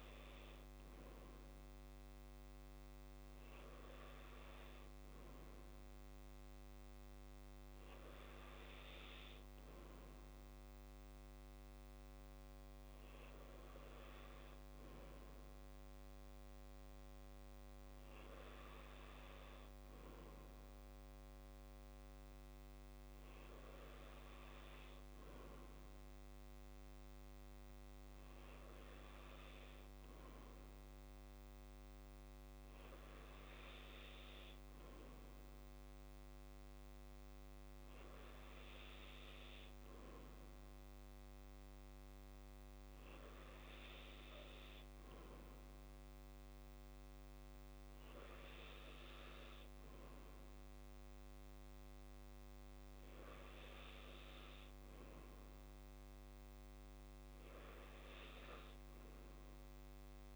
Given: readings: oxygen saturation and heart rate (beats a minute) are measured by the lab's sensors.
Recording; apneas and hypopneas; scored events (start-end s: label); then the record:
breathing in sleep, hard to hear, by a microphone on the trachea; none
none scored
From the record:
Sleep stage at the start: N2 (light sleep); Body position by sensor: on the back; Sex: male